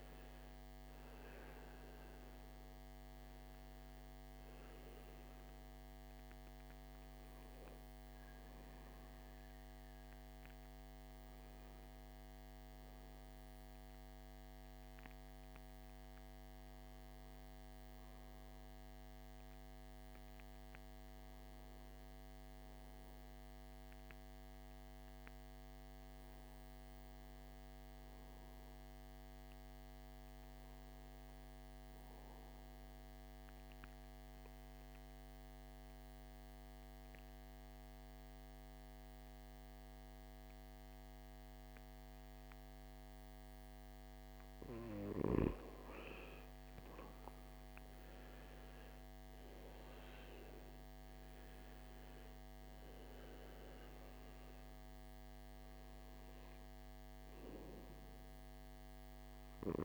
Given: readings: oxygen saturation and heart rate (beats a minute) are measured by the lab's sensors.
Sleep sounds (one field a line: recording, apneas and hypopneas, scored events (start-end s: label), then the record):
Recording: breathing in sleep, hard to hear, by a microphone on the trachea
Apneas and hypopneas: 1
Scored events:
11.00-43.00 s: hypopnea (oxygen 98% before, 87% lowest, heart rate 66 before, 53 extreme, up 13 after)
41.50-59.85 s: oxygen desaturation (device-marked, oxygen 98% before, 90% lowest, heart rate 54 before, 54 extreme)
44.50-48.00 s: arousal
From the record:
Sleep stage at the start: N2 (light sleep)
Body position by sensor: on the right side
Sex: male